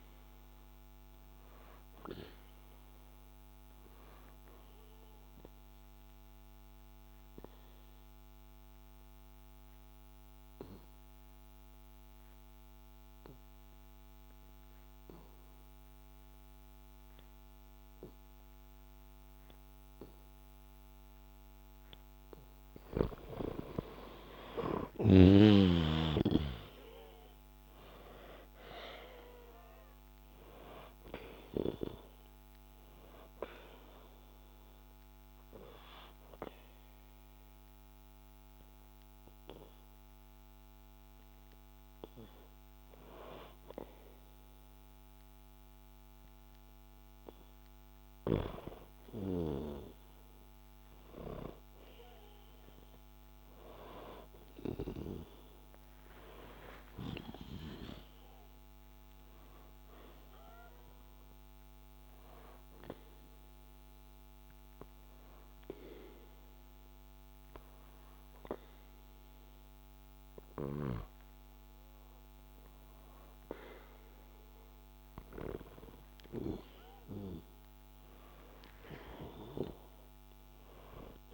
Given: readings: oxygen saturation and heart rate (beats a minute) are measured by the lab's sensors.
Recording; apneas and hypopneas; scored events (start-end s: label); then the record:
breathing in sleep by a microphone on the trachea; 3
4.00-15.00 s: oxygen desaturation (device-marked, oxygen 97% before, 92% lowest, heart rate 63 before, 58 extreme)
6.50-22.00 s: obstructive apnea (oxygen 98% before, 92% lowest, heart rate 63 before, 53 extreme, up 0 after)
23.50-28.50 s: arousal
33.50-49.00 s: hypopnea (oxygen 97% before, 93% lowest, heart rate 61 before, 53 extreme, up 13 after)
53.00-58.00 s: arousal
61.00-75.00 s: hypopnea (oxygen 96% before, 93% lowest, heart rate 61 before, 61 extreme, up 5 after)
77.00-81.00 s: arousal
From the record:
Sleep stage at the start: N2 (light sleep); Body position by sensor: on the back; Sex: male